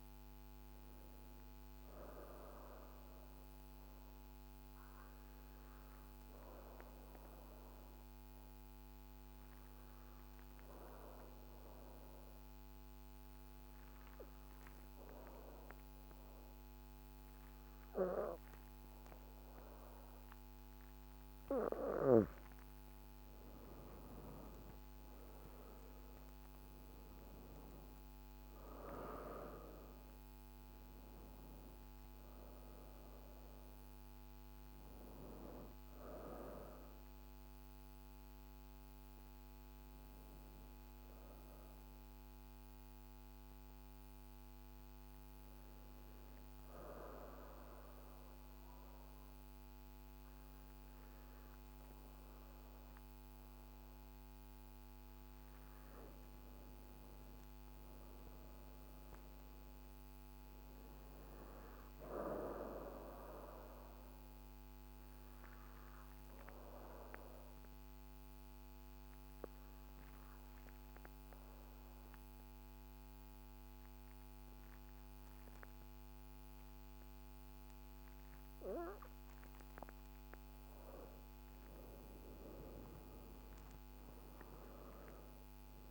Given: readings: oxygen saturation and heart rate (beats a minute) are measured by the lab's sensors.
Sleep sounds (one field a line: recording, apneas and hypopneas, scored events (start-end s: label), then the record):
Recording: breathing in sleep by a microphone on the trachea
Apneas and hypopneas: 3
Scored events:
3.00-20.50 s: obstructive apnea (oxygen 99% before, 82% lowest, heart rate 51 before, 50 extreme, up 4 after)
14.50-46.50 s: oxygen desaturation (device-marked, oxygen 99% before, 82% lowest, heart rate 52 before, 50 extreme)
22.50-28.00 s: arousal
44.50-54.50 s: obstructive apnea (oxygen 97% before, 85% lowest, heart rate 54 before, 51 extreme, up 6 after)
56.50-60.00 s: arousal
63.50-79.00 s: obstructive apnea (oxygen 99% before, 85% lowest, heart rate 53 before, 52 extreme, up 4 after)
82.50-85.91 s: oxygen desaturation (device-marked, oxygen 97% before, 85% lowest, heart rate 53 before, 52 extreme)
83.00-85.91 s: arousal
From the record:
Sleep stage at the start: N2 (light sleep)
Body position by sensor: on the back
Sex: female